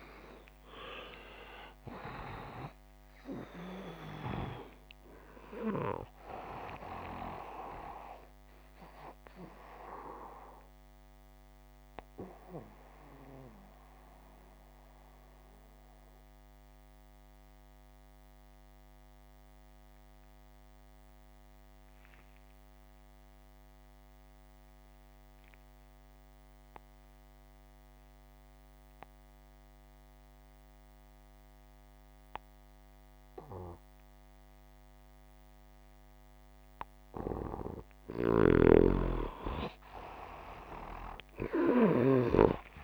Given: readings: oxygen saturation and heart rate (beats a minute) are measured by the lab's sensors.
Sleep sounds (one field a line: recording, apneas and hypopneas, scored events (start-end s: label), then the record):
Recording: breathing in sleep by a microphone on the trachea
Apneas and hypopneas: 1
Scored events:
8.00-36.50 s: hypopnea (oxygen 92% before, 86% lowest, heart rate 102 before, 129 extreme, up 17 after)
11.50-18.50 s: oxygen desaturation (device-marked, oxygen 91% before, 86% lowest, heart rate 94 before, 129 extreme)
34.50-42.84 s: oxygen desaturation (device-marked, oxygen 95% before, 88% lowest, heart rate 157 before, 107 extreme)
38.50-42.84 s: arousal
From the record:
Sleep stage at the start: N2 (light sleep)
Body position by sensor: upright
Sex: male